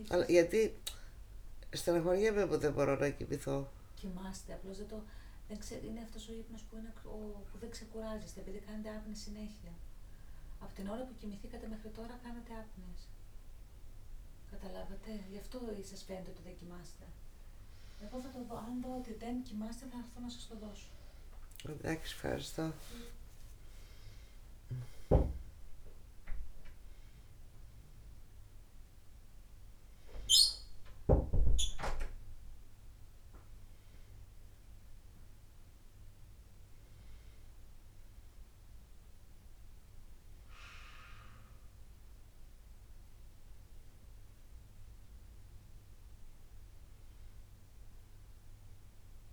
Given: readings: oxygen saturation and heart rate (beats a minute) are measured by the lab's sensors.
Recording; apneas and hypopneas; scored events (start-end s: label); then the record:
a person partly awake in a sleep study, by a room microphone; none
0.00-3.00 s: snoring (device-marked)
22.00-49.32 s: new sleep stage, N1 (lightest sleep)
From the record:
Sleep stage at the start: awake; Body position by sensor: on the back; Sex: female